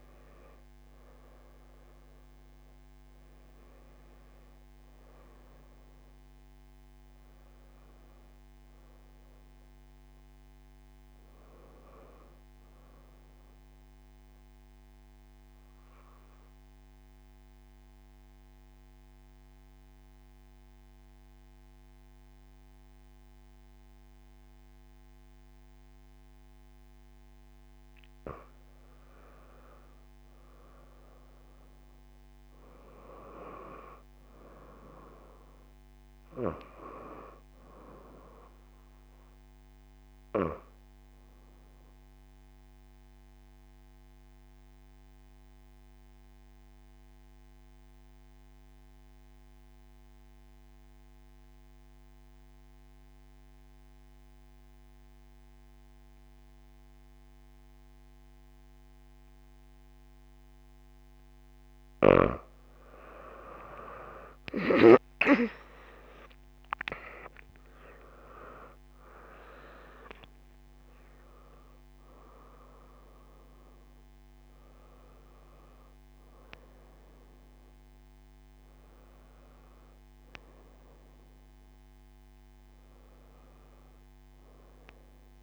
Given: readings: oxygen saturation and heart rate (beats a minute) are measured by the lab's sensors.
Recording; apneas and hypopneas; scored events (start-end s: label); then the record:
breathing in sleep by a microphone on the trachea; 2
0.00-1.00 s: arousal
1.50-19.50 s: oxygen desaturation (device-marked, oxygen 96% before, 91% lowest)
14.00-27.00 s: central apnea (oxygen 97% before, 87% lowest)
28.50-32.50 s: arousal
34.50-46.50 s: oxygen desaturation (device-marked, oxygen 97% before, 91% lowest)
42.00-62.50 s: mixed apnea (oxygen 98% before, 87% lowest)
62.50-85.43 s: oxygen desaturation (device-marked, oxygen 95% before, 87% lowest)
65.00-69.00 s: arousal
From the record:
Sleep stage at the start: N2 (light sleep); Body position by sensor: on the back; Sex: female